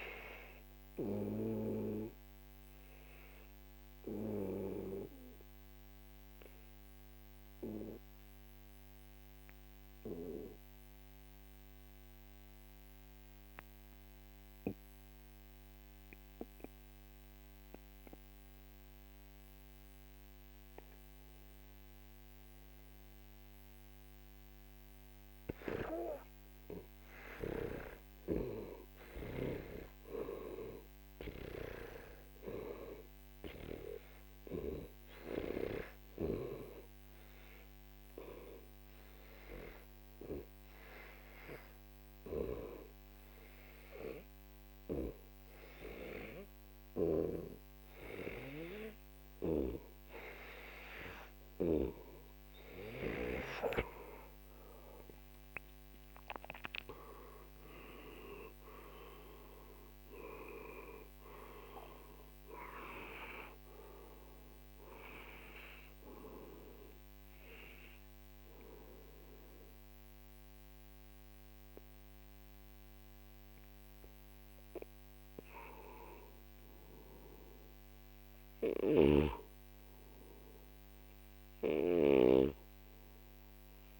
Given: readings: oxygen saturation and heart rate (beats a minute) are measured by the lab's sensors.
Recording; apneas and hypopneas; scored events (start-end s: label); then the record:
breathing in sleep by a microphone on the trachea; 2
0.00-12.50 s: oxygen desaturation (device-marked, oxygen 93% lowest, heart rate 44 extreme)
2.00-27.00 s: obstructive apnea (oxygen 98% before, 88% lowest, heart rate 53 before, 46 extreme, up 5 after)
8.50-84.00 s: new sleep stage, REM sleep
29.50-33.50 s: arousal
34.50-47.50 s: oxygen desaturation (device-marked, oxygen 96% before, 88% lowest, heart rate 55 before, 49 extreme)
39.00-52.50 s: obstructive apnea (oxygen 97% before, 88% lowest, heart rate 57 before, 49 extreme, up 6 after)
47.00-52.00 s: snoring (device-marked)
54.00-58.50 s: arousal
79.00-82.50 s: snoring (device-marked)
81.00-84.00 s: arousal
From the record:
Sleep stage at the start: N2 (light sleep); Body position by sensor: on the back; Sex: male